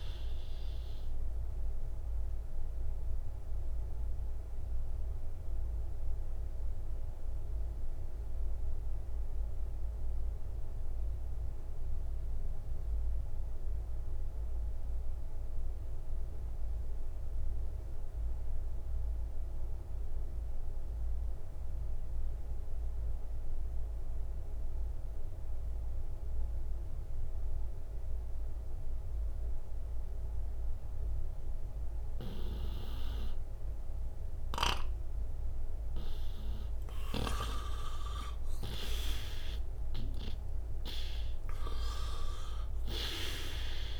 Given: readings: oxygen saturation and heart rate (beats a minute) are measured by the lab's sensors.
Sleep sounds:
breathing in sleep by a room microphone; 1
0.00-18.50 s: oxygen desaturation (device-marked, oxygen 91% lowest, heart rate 58 extreme)
1.50-36.00 s: obstructive apnea (oxygen 98% before, 86% lowest, heart rate 63 before, 58 extreme, up 10 after)
30.50-43.99 s: oxygen desaturation (device-marked, oxygen 97% before, 86% lowest, heart rate 59 before, 59 extreme)
32.00-37.00 s: snoring (device-marked)
38.50-43.00 s: arousal
From the record:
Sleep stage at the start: N2 (light sleep); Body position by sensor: on the right side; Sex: male

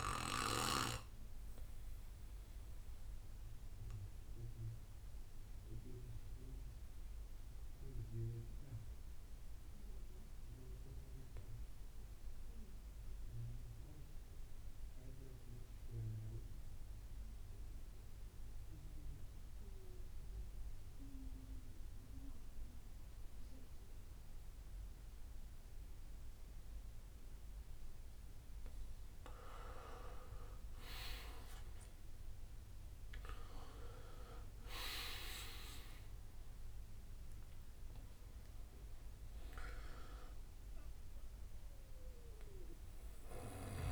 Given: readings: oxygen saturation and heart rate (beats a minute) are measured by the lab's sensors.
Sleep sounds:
breathing in sleep by a room microphone; 1
0.00-7.50 s: oxygen desaturation (device-marked, oxygen 91% lowest, heart rate 56 extreme)
2.00-28.00 s: obstructive apnea (oxygen 98% before, 90% lowest, heart rate 63 before, 56 extreme, up 5 after)
3.50-14.50 s: bradycardia (device-marked, heart rate 64 before, 56 extreme)
23.50-43.92 s: oxygen desaturation (device-marked, oxygen 98% before, 90% lowest, heart rate 60 before, 56 extreme)
31.50-37.50 s: arousal
35.50-43.92 s: drop in pulse transit time (device-marked, heart rate 63 before, 64 extreme)
42.50-43.92 s: bradycardia (device-marked, heart rate 64 before, 58 extreme)
From the record:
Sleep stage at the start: N2 (light sleep); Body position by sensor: on the back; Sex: male

